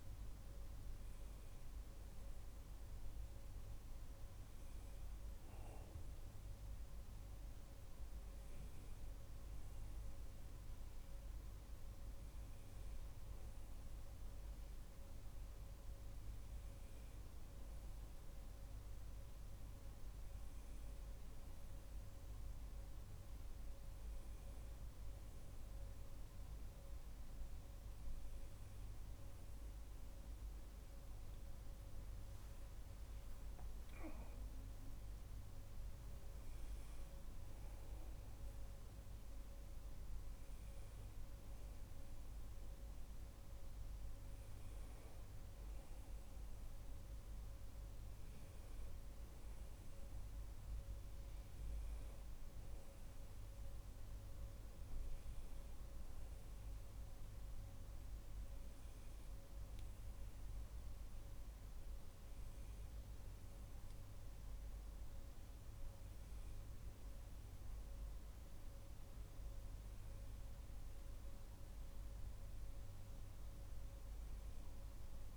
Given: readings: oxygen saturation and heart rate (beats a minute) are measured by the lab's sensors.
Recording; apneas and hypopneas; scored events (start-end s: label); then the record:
breathing in sleep, hard to hear, by a room microphone; none
30.00-34.00 s: arousal
From the record:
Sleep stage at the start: N1 (lightest sleep); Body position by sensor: on the back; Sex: male